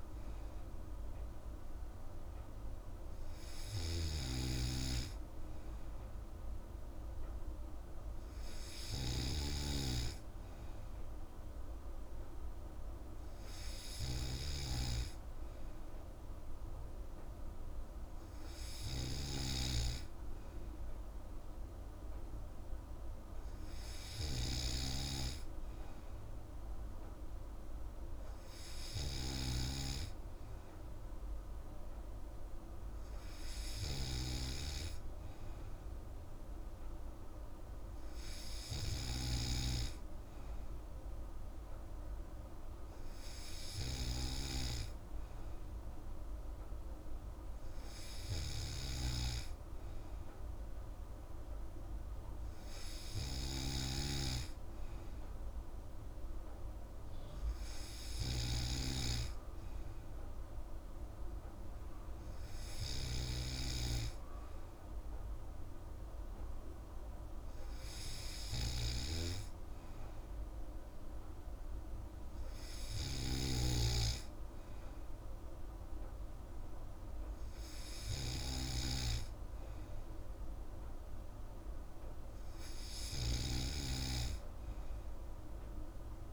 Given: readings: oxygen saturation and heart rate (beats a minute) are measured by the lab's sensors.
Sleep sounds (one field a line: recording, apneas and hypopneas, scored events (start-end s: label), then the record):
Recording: breathing in sleep by a room microphone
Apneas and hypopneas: none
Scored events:
none scored
From the record:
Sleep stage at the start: N3 (deep sleep)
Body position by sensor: on the back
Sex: female